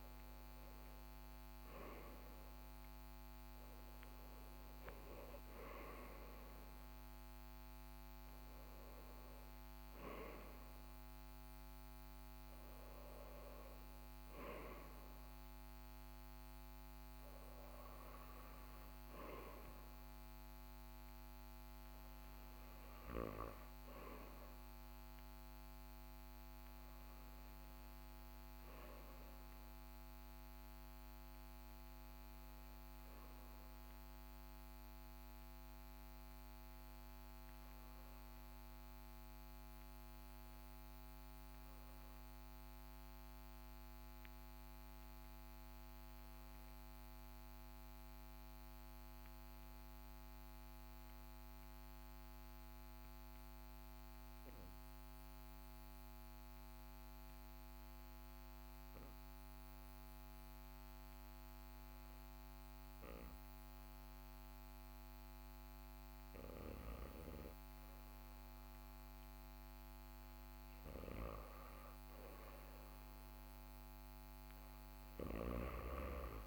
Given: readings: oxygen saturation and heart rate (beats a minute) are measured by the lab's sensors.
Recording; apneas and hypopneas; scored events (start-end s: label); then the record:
breathing in sleep by a microphone on the trachea; 1
39.00-43.00 s: arousal
46.00-69.50 s: hypopnea (oxygen 97% before, 93% lowest, heart rate 41 before, 39 extreme, up 2 after)
70.50-75.00 s: arousal
74.50-76.47 s: snoring (device-marked)
From the record:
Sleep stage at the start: REM sleep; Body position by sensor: on the back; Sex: male